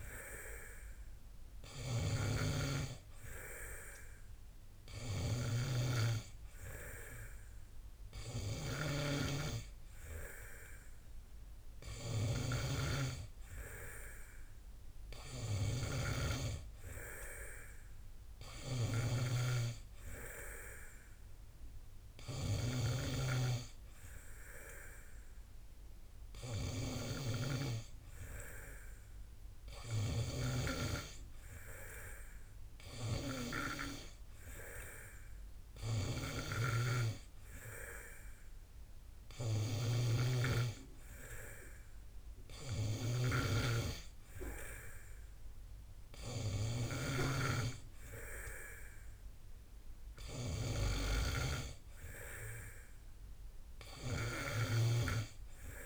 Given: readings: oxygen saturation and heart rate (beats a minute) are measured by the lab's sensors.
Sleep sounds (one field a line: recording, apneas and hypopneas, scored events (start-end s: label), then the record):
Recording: breathing in sleep by a room microphone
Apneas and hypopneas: none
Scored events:
0.00-3.00 s: snoring (device-marked)
From the record:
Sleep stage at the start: N2 (light sleep)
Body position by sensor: on the back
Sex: male